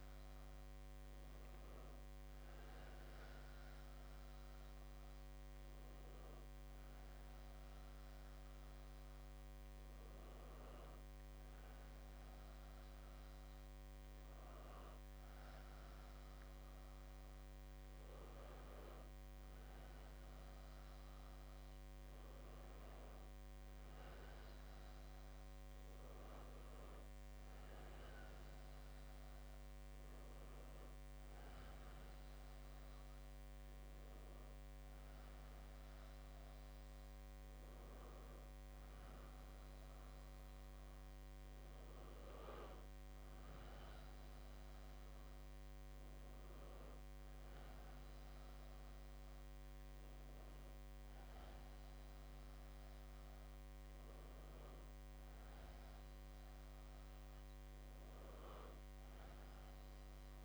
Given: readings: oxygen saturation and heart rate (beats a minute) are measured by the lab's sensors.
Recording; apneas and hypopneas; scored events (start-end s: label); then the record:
breathing in sleep, hard to hear, by a microphone on the trachea; none
none scored
From the record:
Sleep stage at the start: REM sleep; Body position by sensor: on the back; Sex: male